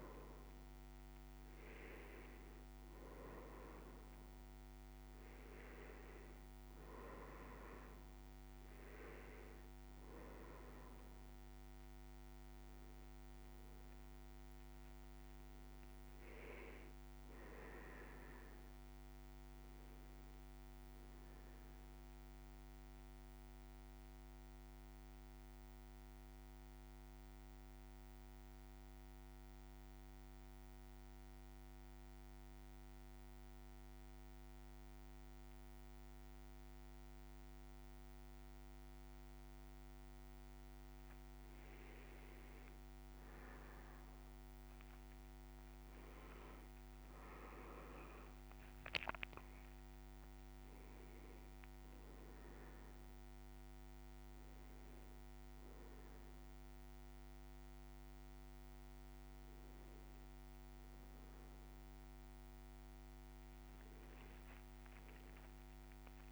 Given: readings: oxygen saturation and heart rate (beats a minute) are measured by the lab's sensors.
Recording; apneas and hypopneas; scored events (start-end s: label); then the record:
a person partly awake in a sleep study, by a microphone on the trachea; 1
3.00-17.00 s: oxygen desaturation (device-marked, oxygen 95% before, 89% lowest, heart rate 63 before, 54 extreme)
8.00-66.32 s: new sleep stage, N1 (lightest sleep)
21.00-40.50 s: central apnea (oxygen 100% before, 97% lowest, heart rate 60 before, 54 extreme, up 5 after)
42.50-46.50 s: arousal
From the record:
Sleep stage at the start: awake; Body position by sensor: on the back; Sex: male